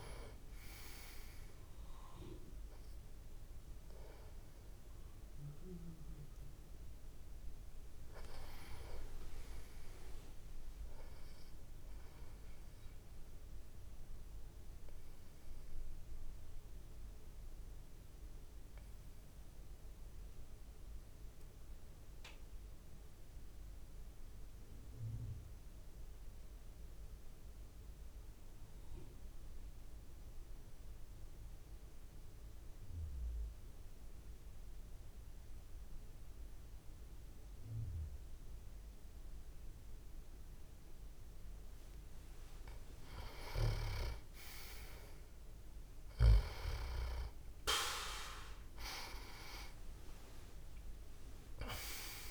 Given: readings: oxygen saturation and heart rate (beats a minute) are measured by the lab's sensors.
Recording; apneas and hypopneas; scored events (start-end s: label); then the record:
breathing in sleep by a room microphone; 1
0.00-18.50 s: oxygen desaturation (device-marked, oxygen 90% lowest)
13.00-41.50 s: obstructive apnea (oxygen 97% before, 89% lowest)
38.50-52.31 s: oxygen desaturation (device-marked, oxygen 98% before, 89% lowest)
46.00-51.00 s: arousal
From the record:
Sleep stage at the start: N2 (light sleep); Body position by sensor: on the back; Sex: male